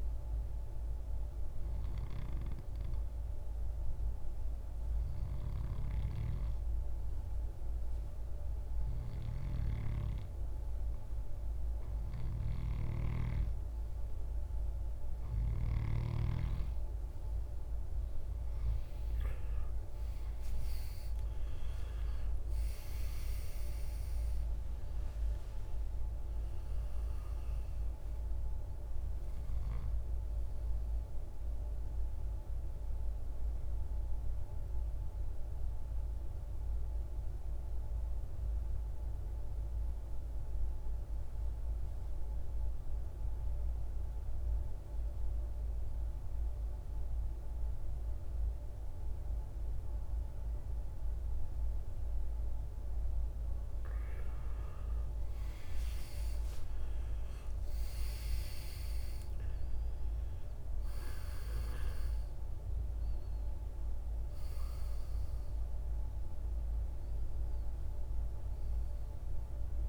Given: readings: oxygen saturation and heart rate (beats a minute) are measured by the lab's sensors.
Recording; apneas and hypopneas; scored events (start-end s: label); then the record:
breathing in sleep, hard to hear, by a room microphone; 1
8.50-42.50 s: oxygen desaturation (device-marked, oxygen 98% before, 91% lowest, heart rate 57 before, 53 extreme)
12.00-15.50 s: snoring (device-marked)
27.00-31.50 s: arousal
33.00-51.50 s: obstructive apnea (oxygen 98% before, 89% lowest, heart rate 67 before, 52 extreme, up 14 after)
55.50-59.50 s: arousal
57.50-69.89 s: oxygen desaturation (device-marked, oxygen 98% before, 89% lowest, heart rate 57 before, 52 extreme)
From the record:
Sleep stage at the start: N2 (light sleep); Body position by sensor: on the right side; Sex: male